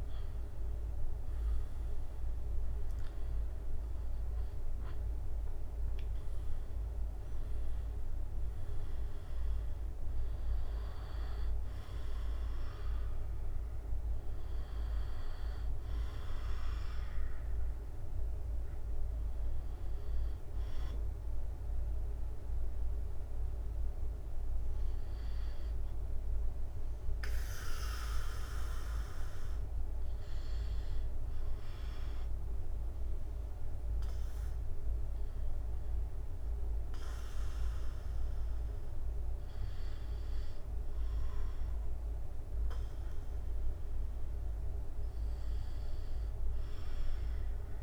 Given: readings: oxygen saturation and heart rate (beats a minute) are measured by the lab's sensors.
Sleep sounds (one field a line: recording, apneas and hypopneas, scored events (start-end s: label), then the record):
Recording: breathing in sleep, hard to hear, by a room microphone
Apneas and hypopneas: none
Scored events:
1.50-6.00 s: arousal
3.50-15.50 s: drop in pulse transit time (device-marked, heart rate 70 before, 74 extreme)
From the record:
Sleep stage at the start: N2 (light sleep)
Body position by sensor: on the back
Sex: male